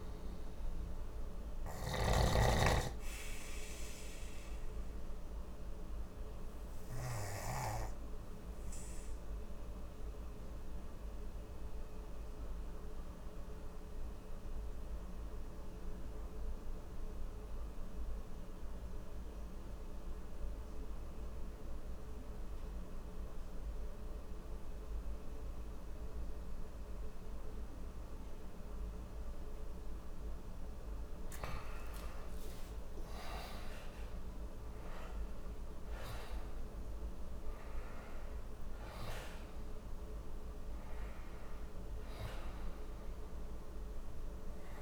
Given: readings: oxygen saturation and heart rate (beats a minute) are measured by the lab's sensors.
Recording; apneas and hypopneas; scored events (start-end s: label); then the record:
breathing in sleep by a room microphone; 1
0.00-2.00 s: snoring (device-marked)
0.00-22.50 s: oxygen desaturation (device-marked, oxygen 91% lowest, heart rate 59 extreme)
2.50-30.50 s: obstructive apnea (oxygen 98% before, 91% lowest, heart rate 61 before, 59 extreme, up 60 after)
32.00-37.50 s: arousal
From the record:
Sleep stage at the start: REM sleep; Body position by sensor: on the left side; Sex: male